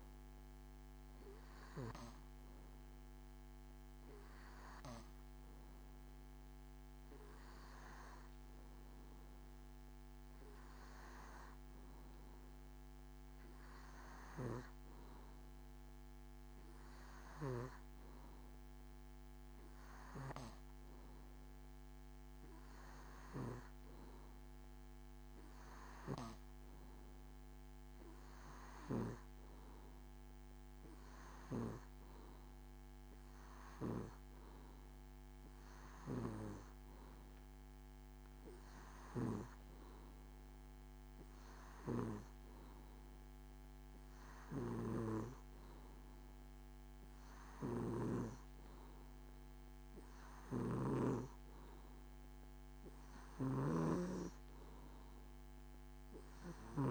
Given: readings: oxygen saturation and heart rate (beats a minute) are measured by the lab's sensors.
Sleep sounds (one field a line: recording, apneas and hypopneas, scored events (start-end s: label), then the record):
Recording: breathing in sleep by a microphone on the trachea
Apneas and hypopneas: none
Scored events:
0.00-12.50 s: oxygen desaturation (device-marked, oxygen 94% lowest, heart rate 68 extreme)
From the record:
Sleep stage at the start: N2 (light sleep)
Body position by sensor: on the back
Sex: male